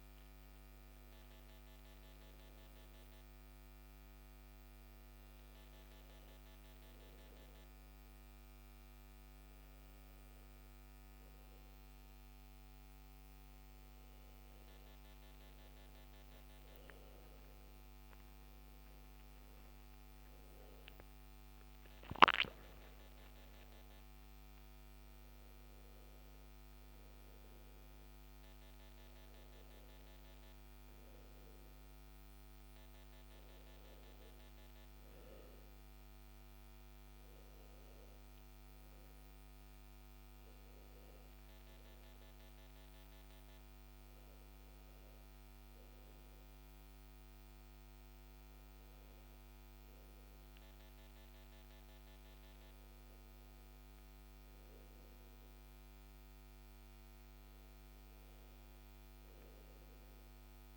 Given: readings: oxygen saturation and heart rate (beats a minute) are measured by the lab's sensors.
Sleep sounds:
breathing in sleep, hard to hear, by a microphone on the trachea; none
none scored
From the record:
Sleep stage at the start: N2 (light sleep); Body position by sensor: on the back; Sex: male

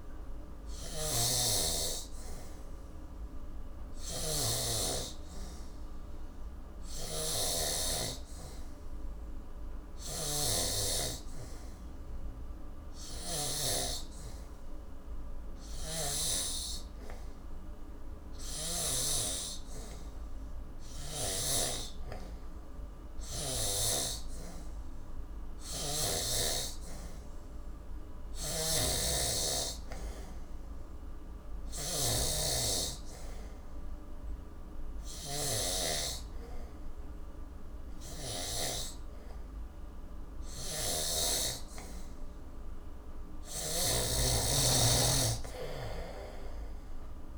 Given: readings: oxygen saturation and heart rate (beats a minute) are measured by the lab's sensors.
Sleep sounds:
breathing in sleep by a room microphone; none
0.50-13.50 s: snoring (device-marked)
15.50-19.00 s: snoring (device-marked)
28.50-47.38 s: snoring (device-marked)
From the record:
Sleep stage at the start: N3 (deep sleep); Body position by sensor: on the back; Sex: male

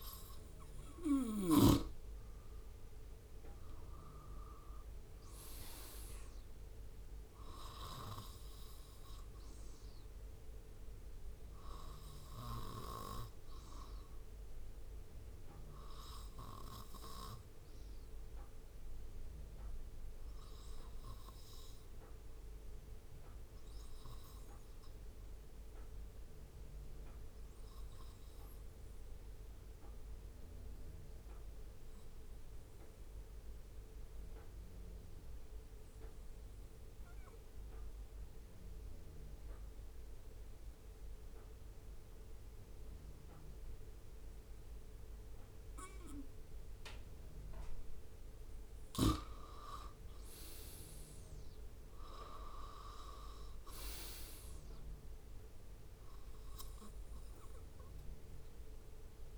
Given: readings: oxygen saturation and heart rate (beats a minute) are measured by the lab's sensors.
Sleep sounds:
breathing in sleep by a room microphone; 1
0.00-5.50 s: oxygen desaturation (device-marked, oxygen 93% lowest, heart rate 61 extreme)
10.50-34.50 s: oxygen desaturation (device-marked, oxygen 94% before, 91% lowest, heart rate 70 before, 61 extreme)
20.00-47.00 s: obstructive apnea (oxygen 96% before, 91% lowest, heart rate 66 before, 63 extreme, up 5 after)
49.50-53.50 s: arousal
From the record:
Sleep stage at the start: N2 (light sleep); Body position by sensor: on the right side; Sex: male

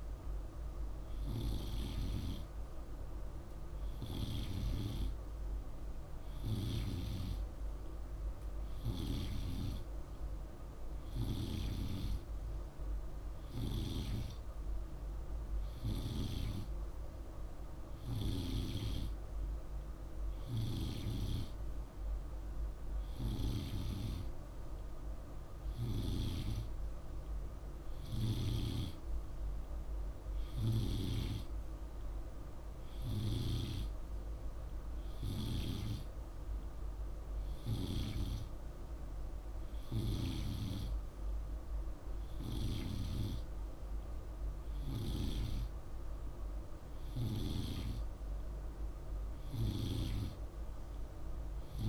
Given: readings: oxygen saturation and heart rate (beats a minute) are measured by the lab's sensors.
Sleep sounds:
breathing in sleep by a room microphone; none
none scored
From the record:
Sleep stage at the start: N2 (light sleep); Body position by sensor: on the right side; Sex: male

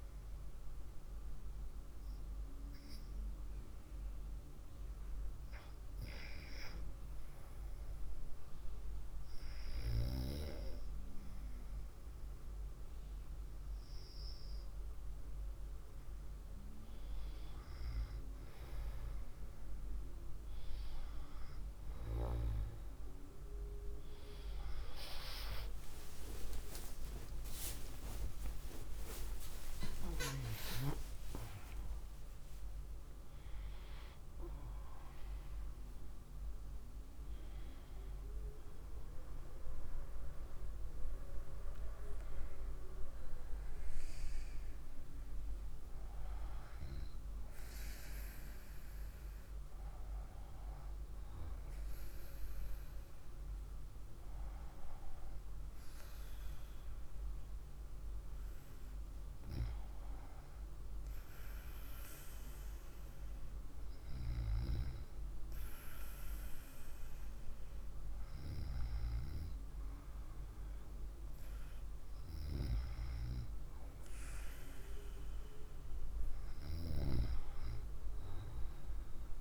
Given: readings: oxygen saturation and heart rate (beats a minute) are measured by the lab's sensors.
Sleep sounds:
breathing in sleep by a room microphone; 1
1.00-16.00 s: hypopnea (oxygen 95% before, 94% lowest, heart rate 65 before, 61 extreme, up 4 after)
26.00-31.50 s: arousal
27.50-79.41 s: new sleep stage, N1 (lightest sleep)
From the record:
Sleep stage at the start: N2 (light sleep); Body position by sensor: on the right side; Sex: female

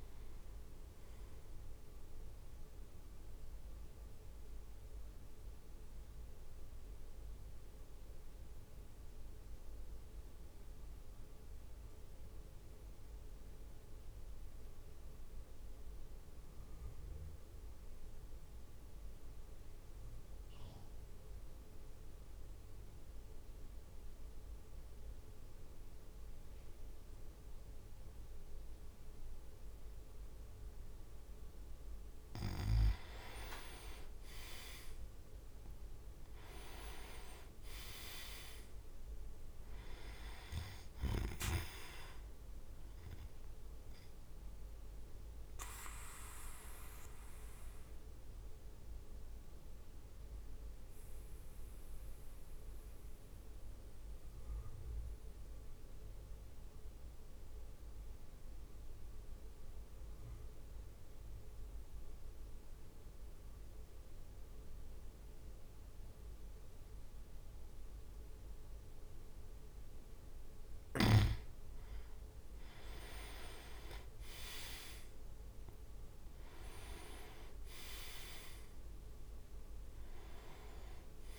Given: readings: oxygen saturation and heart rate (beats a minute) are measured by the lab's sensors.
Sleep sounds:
breathing in sleep by a room microphone; 2
0.00-2.00 s: oxygen desaturation (device-marked, oxygen 93% lowest, heart rate 52 extreme)
0.00-6.00 s: drop in pulse transit time (device-marked, heart rate 53 extreme)
3.50-32.00 s: mixed apnea (oxygen 98% before, 91% lowest, heart rate 54 before, 51 extreme, up 6 after)
9.00-18.00 s: oxygen desaturation (device-marked, oxygen 94% before, 91% lowest, heart rate 56 before, 54 extreme)
33.00-45.00 s: drop in pulse transit time (device-marked, heart rate 55 before, 54 extreme)
34.50-39.00 s: arousal
36.50-39.00 s: leg movement (device-marked)
44.50-69.50 s: mixed apnea (oxygen 100% before, 94% lowest, heart rate 56 before, 51 extreme, up 7 after)
46.00-60.00 s: oxygen desaturation (device-marked, oxygen 98% before, 94% lowest, heart rate 56 before, 52 extreme)
72.50-76.50 s: arousal
73.00-81.39 s: drop in pulse transit time (device-marked, heart rate 53 before, 53 extreme)
78.00-81.39 s: oxygen desaturation (device-marked, oxygen 99% before, 95% lowest, heart rate 55 before, 51 extreme)
From the record:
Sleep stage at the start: N2 (light sleep); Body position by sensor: on the back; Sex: male

